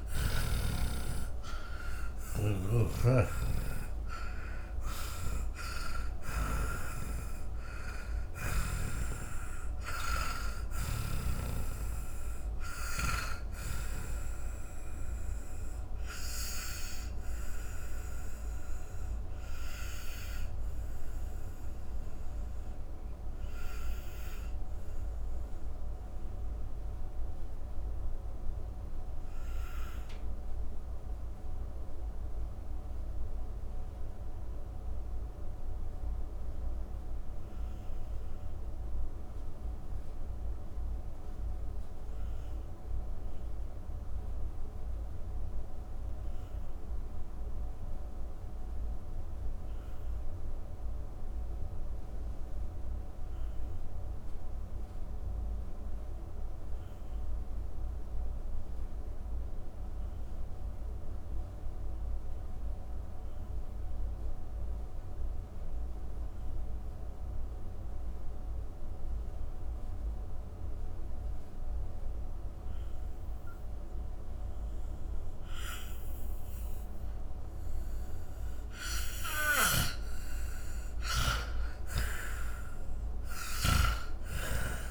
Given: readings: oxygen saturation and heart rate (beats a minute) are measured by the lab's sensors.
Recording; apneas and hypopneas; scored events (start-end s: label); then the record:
breathing in sleep by a room microphone; 1
0.00-2.00 s: arousal
0.00-33.00 s: oxygen desaturation (device-marked, oxygen 75% lowest, heart rate 48 extreme)
2.00-8.50 s: snoring (device-marked)
14.50-79.00 s: mixed apnea (oxygen 95% before, 75% lowest, heart rate 118 before, 63 extreme)
67.00-84.91 s: oxygen desaturation (device-marked, oxygen 98% before, 78% lowest, heart rate 139 before, 65 extreme)
80.00-84.91 s: arousal
From the record:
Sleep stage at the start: N2 (light sleep); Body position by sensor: on the back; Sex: male